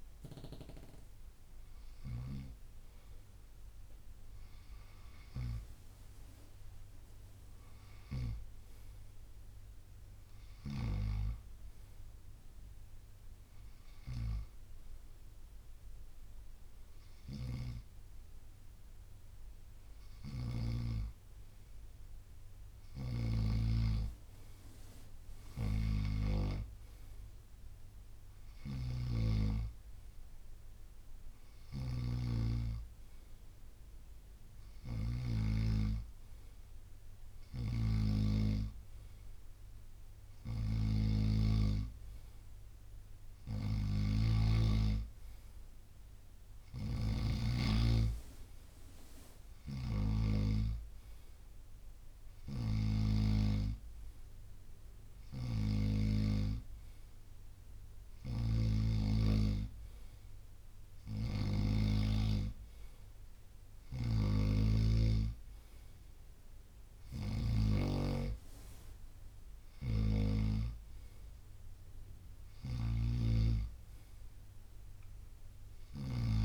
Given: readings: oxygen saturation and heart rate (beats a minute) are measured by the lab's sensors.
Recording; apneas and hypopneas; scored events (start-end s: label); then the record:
breathing in sleep by a room microphone; none
31.50-35.50 s: snoring (device-marked)
37.50-67.50 s: snoring (device-marked)
69.50-76.45 s: snoring (device-marked)
From the record:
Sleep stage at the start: N2 (light sleep); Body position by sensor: on the right side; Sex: male